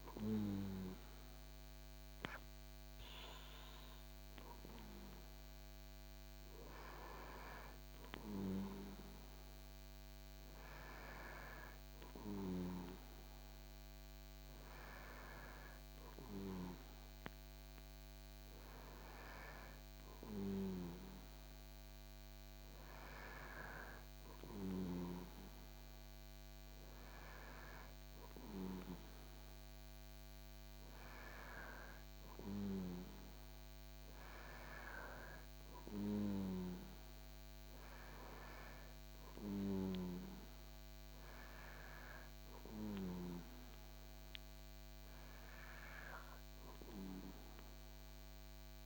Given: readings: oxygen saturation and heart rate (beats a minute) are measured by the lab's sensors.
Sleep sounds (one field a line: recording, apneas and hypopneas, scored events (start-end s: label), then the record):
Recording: breathing in sleep by a microphone on the trachea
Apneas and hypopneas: none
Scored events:
none scored
From the record:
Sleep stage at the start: N2 (light sleep)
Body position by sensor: on the back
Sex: male